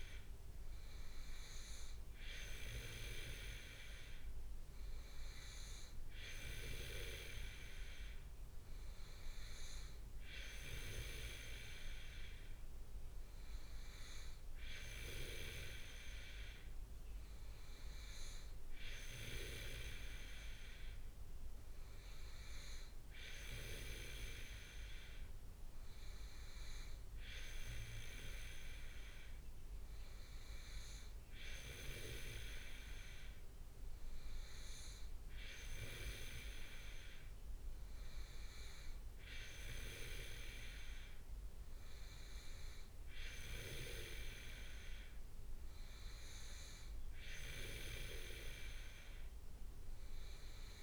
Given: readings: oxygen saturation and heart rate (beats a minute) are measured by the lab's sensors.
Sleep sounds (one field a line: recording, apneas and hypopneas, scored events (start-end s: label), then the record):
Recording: breathing in sleep by a room microphone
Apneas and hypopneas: none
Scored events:
none scored
From the record:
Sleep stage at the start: N2 (light sleep)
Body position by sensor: on the back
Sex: male